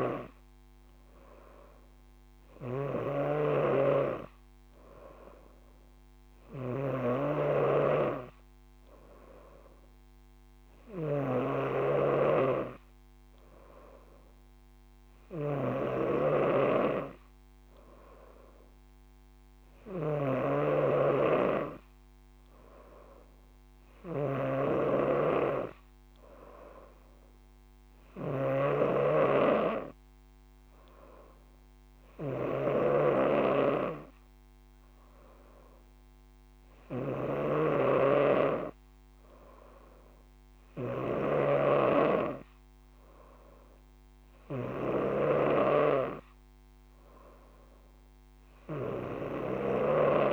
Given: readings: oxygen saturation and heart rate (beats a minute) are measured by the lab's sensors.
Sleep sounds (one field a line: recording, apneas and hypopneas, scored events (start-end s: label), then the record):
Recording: breathing in sleep by a microphone on the trachea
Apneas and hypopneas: none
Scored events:
0.00-45.50 s: snoring (device-marked)
From the record:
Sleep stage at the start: N3 (deep sleep)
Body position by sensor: on the front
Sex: female